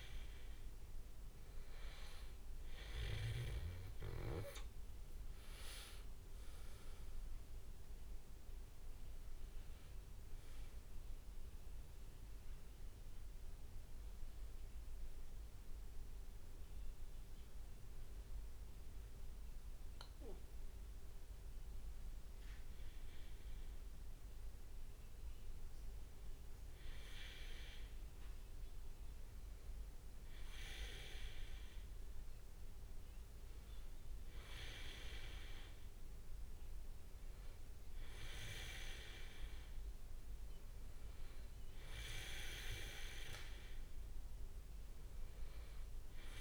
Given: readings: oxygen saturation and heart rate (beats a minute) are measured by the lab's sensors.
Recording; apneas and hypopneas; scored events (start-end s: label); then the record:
breathing in sleep by a room microphone; none
none scored
From the record:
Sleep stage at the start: N2 (light sleep); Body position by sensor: on the back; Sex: male